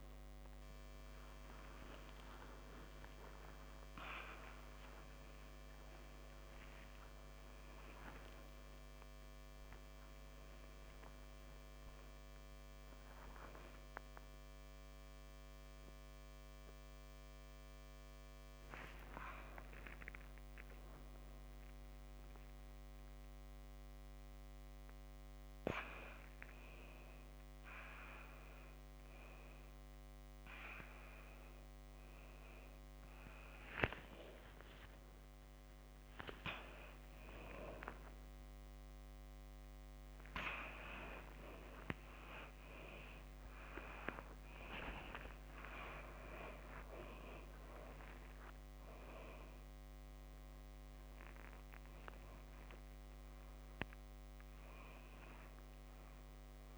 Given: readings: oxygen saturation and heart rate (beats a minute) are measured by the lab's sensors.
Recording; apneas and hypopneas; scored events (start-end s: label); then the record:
a person awake in a sleep study, by a microphone on the trachea; none
none scored
From the record:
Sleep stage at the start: awake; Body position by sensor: upright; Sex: female